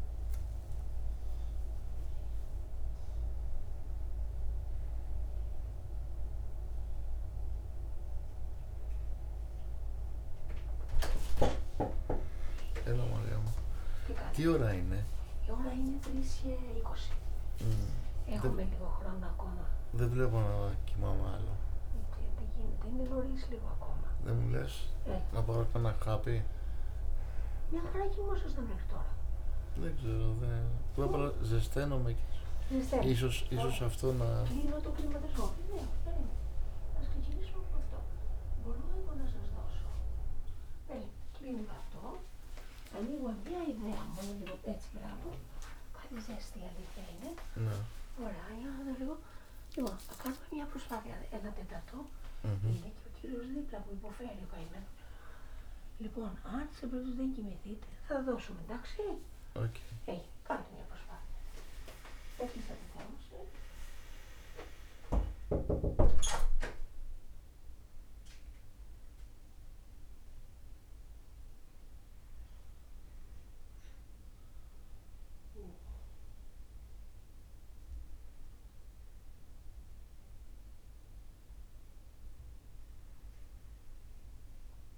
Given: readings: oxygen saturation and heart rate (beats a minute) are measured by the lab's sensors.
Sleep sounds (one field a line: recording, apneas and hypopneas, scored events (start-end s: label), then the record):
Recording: a person awake in a sleep study, by a room microphone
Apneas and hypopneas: none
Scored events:
56.50-84.98 s: new sleep stage, N1 (lightest sleep)
From the record:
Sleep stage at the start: awake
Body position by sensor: on the right side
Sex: male